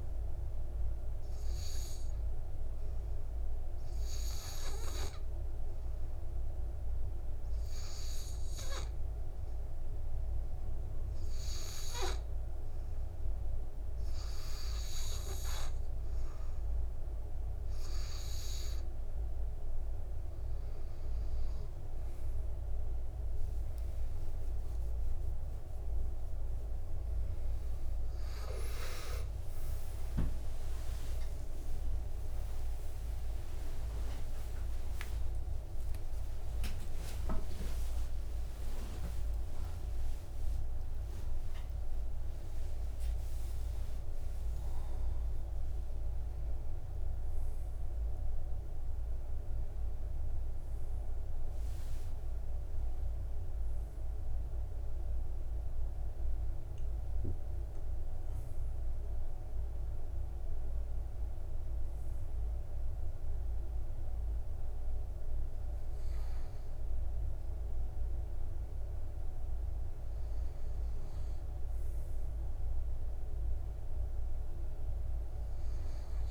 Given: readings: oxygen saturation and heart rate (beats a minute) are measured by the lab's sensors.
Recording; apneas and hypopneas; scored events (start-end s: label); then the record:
a person partly awake in a sleep study, hard to hear, by a room microphone; none
20.50-50.50 s: new sleep stage, awake
25.00-27.00 s: long interval between heartbeats (device-marked, heart rate 61 before, 86 extreme)
32.50-34.50 s: long interval between heartbeats (device-marked, heart rate 78 before, 88 extreme)
37.50-39.50 s: long interval between heartbeats (device-marked, heart rate 86 before, 127 extreme)
44.00-46.00 s: long interval between heartbeats (device-marked, heart rate 109 before, 89 extreme)
50.50-76.31 s: new sleep stage, N1 (lightest sleep)
From the record:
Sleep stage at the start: N2 (light sleep); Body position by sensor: on the right side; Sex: male